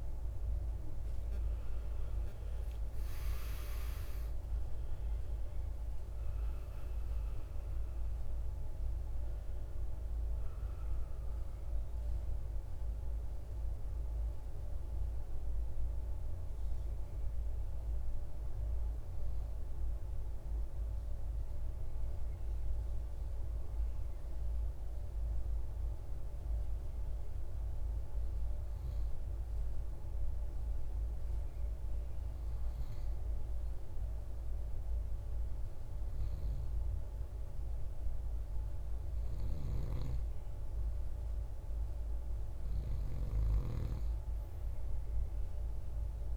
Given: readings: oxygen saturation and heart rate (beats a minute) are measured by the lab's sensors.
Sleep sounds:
breathing in sleep, hard to hear, by a room microphone; none
0.00-23.00 s: oxygen desaturation (device-marked, oxygen 86% lowest, heart rate 50 extreme)
0.50-5.00 s: arousal
From the record:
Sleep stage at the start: REM sleep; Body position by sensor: on the right side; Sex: male

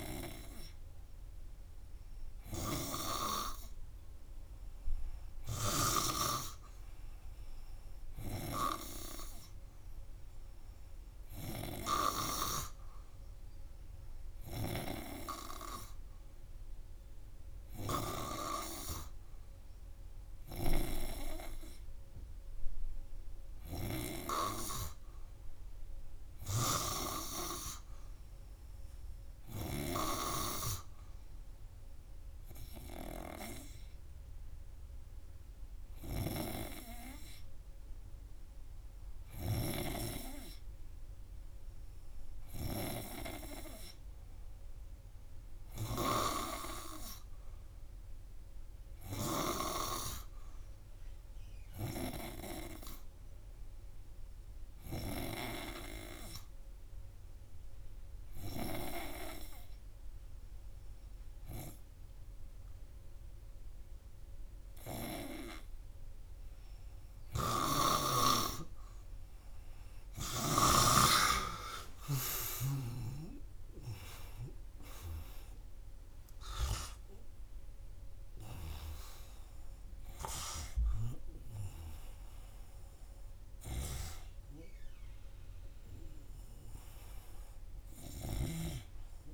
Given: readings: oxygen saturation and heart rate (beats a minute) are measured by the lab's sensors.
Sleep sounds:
breathing in sleep by a room microphone; 1
45.50-49.50 s: arousal
57.00-69.50 s: hypopnea (oxygen 96% before, 92% lowest, heart rate 94 before, 92 extreme, up 5 after)
75.00-89.34 s: new sleep stage, awake
From the record:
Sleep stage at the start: N2 (light sleep); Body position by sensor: on the front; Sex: male

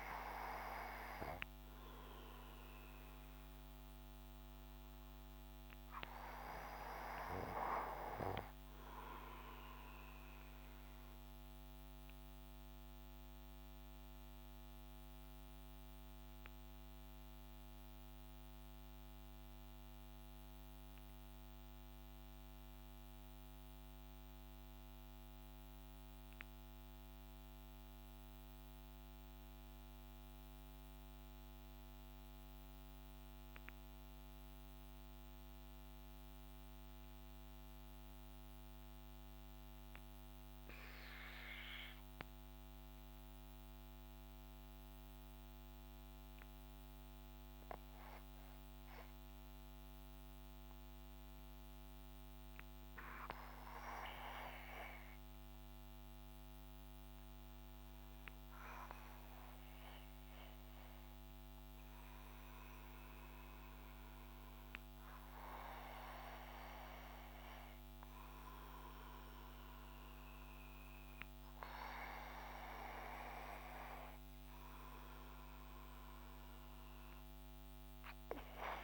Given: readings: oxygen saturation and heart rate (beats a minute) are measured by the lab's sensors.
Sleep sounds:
breathing in sleep by a microphone on the trachea; 1
12.50-67.50 s: obstructive apnea (oxygen 95% before, 81% lowest)
32.00-71.00 s: oxygen desaturation (device-marked, oxygen 94% before, 81% lowest)
71.00-76.00 s: arousal
From the record:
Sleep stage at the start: REM sleep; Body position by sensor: on the back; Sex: male

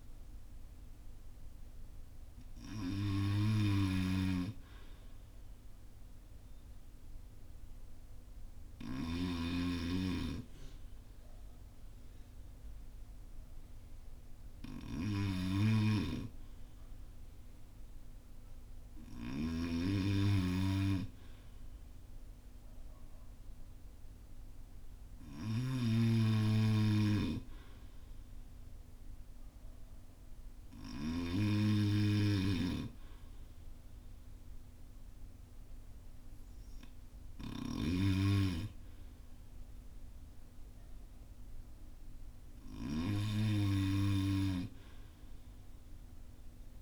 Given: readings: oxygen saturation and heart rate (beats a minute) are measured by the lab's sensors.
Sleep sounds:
breathing in sleep by a room microphone; none
0.00-17.50 s: oxygen desaturation (device-marked, oxygen 90% lowest, heart rate 38 extreme)
3.50-9.00 s: snoring (device-marked)
19.00-31.00 s: snoring (device-marked)
From the record:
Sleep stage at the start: N2 (light sleep); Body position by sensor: on the front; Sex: male

